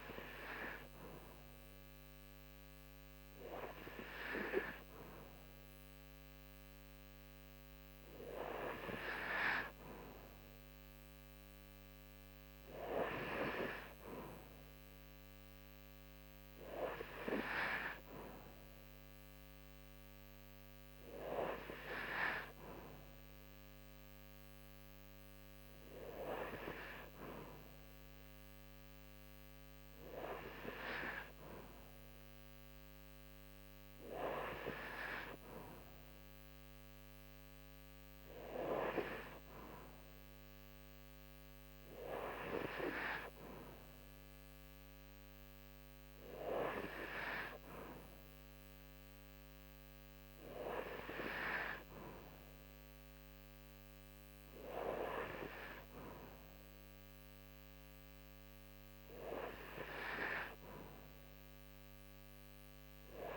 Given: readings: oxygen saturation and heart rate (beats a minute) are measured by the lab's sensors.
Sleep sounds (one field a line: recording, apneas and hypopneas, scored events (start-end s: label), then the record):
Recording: breathing in sleep by a microphone on the trachea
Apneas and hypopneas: none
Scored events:
none scored
From the record:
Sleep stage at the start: N2 (light sleep)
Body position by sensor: on the right side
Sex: female